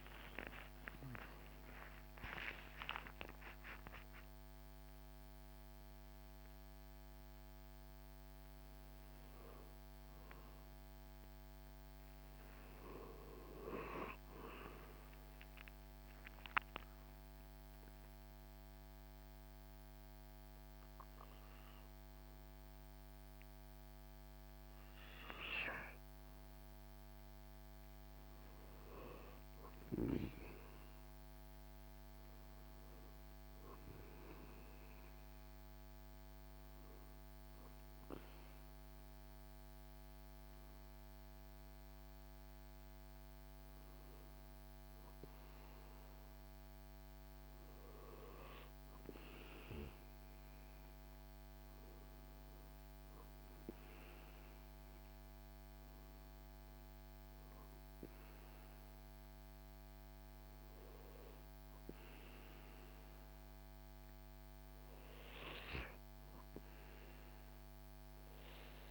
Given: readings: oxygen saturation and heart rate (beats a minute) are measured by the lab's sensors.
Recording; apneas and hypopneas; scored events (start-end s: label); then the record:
breathing in sleep by a microphone on the trachea; 1
15.50-25.50 s: mixed apnea (oxygen 98% before, 95% lowest, heart rate 86 before, 66 extreme, up 7 after)
19.50-30.50 s: oxygen desaturation (device-marked, oxygen 98% before, 95% lowest, heart rate 84 before, 66 extreme)
28.50-31.50 s: arousal
From the record:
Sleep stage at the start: N2 (light sleep); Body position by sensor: on the back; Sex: male